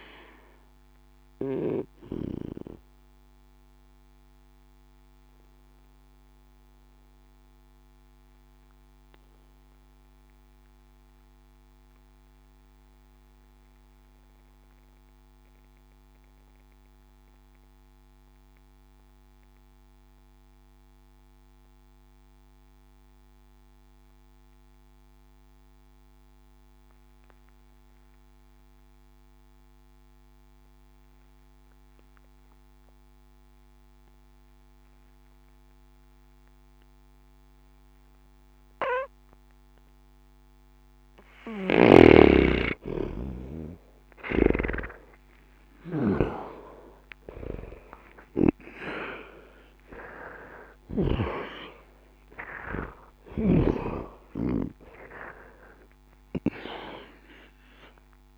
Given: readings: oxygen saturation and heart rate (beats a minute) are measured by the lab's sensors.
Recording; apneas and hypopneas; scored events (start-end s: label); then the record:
breathing in sleep by a microphone on the trachea; 1
0.00-23.50 s: oxygen desaturation (device-marked, oxygen 79% lowest, heart rate 60 extreme)
2.50-40.50 s: obstructive apnea (oxygen 97% before, 79% lowest, heart rate 92 before, 60 extreme)
38.50-58.37 s: oxygen desaturation (device-marked, oxygen 99% before, 79% lowest, heart rate 60 before, 59 extreme)
44.00-48.00 s: arousal
From the record:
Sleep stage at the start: N2 (light sleep); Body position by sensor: on the back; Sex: male